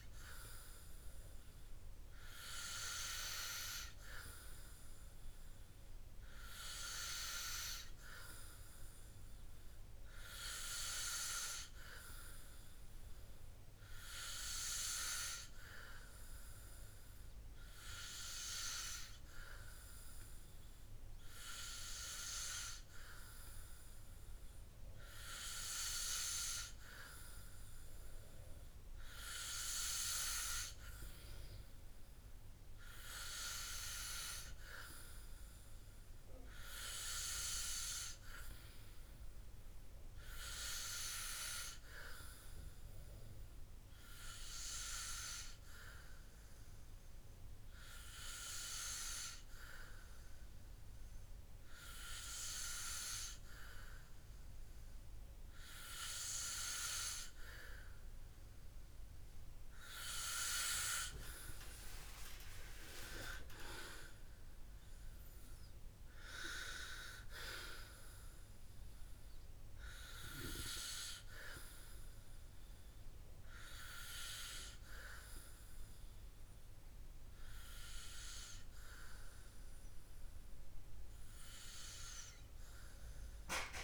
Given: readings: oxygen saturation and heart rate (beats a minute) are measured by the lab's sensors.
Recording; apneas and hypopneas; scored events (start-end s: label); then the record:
breathing in sleep by a room microphone; none
62.00-65.00 s: arousal
From the record:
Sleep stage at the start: N2 (light sleep); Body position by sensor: on the back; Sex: male